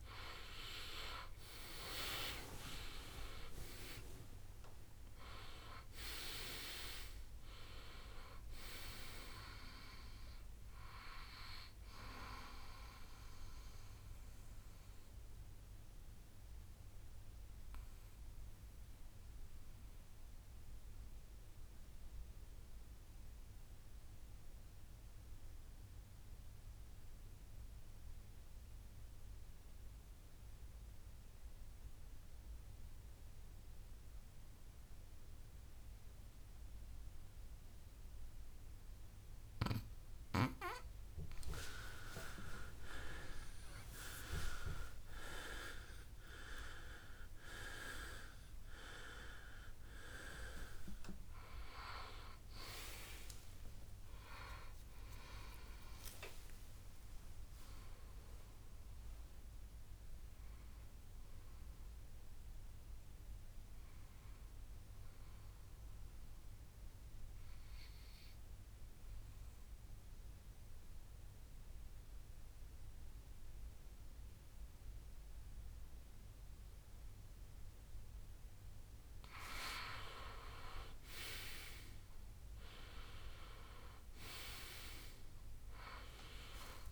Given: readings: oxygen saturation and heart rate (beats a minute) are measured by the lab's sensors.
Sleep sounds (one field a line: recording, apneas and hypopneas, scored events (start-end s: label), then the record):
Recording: breathing in sleep by a room microphone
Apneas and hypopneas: 2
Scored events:
6.50-8.50 s: long interval between heartbeats (device-marked, heart rate 69 before, 83 extreme)
8.00-30.00 s: oxygen desaturation (device-marked, oxygen 94% before, 90% lowest, heart rate 71 before, 58 extreme)
15.50-41.00 s: mixed apnea (oxygen 97% before, 90% lowest, heart rate 76 before, 58 extreme, up 21 after)
42.50-47.00 s: arousal
47.00-76.00 s: oxygen desaturation (device-marked, oxygen 98% before, 93% lowest, heart rate 63 before, 60 extreme)
64.50-80.00 s: obstructive apnea (oxygen 99% before, 93% lowest, heart rate 76 before, 60 extreme, up 15 after)
82.00-86.92 s: arousal
From the record:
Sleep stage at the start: N2 (light sleep)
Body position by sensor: on the back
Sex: male